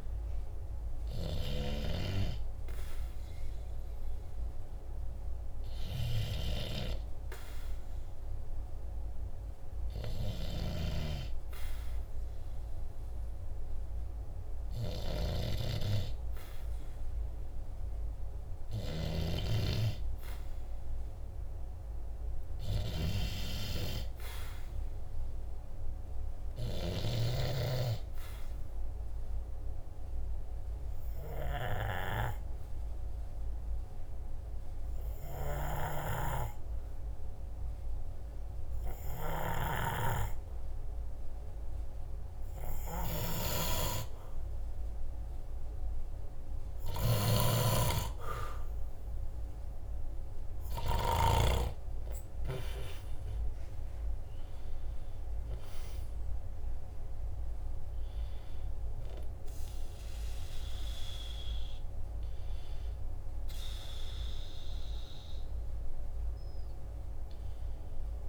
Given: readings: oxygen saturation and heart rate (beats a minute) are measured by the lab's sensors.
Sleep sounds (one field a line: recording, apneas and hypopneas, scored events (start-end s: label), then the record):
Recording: breathing in sleep by a room microphone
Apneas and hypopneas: 2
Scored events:
9.00-20.50 s: hypopnea (oxygen 98% before, 94% lowest, heart rate 47 before, 47 extreme, up 1 after)
22.50-26.50 s: arousal
28.50-43.00 s: obstructive apnea (oxygen 96% before, 94% lowest, heart rate 47 before, 46 extreme, up 0 after)
44.50-49.50 s: arousal
From the record:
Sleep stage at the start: N2 (light sleep)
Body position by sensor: on the back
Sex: male